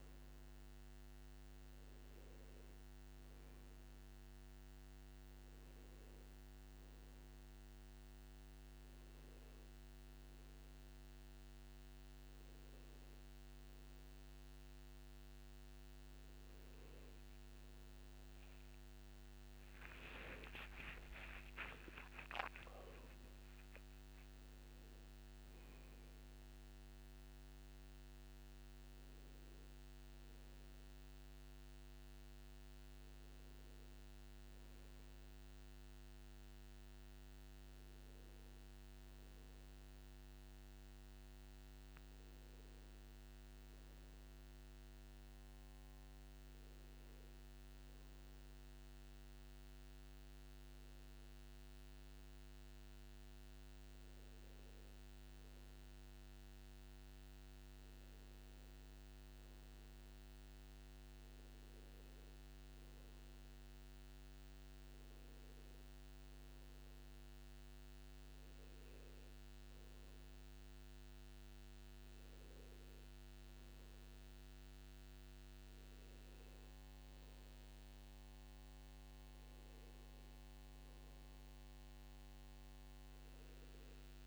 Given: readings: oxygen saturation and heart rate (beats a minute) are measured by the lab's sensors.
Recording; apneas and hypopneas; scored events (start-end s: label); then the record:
breathing in sleep, hard to hear, by a microphone on the trachea; none
19.50-24.00 s: arousal
22.00-24.00 s: long interval between heartbeats (device-marked, heart rate 63 before, 78 extreme)
From the record:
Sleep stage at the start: N2 (light sleep); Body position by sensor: on the back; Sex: male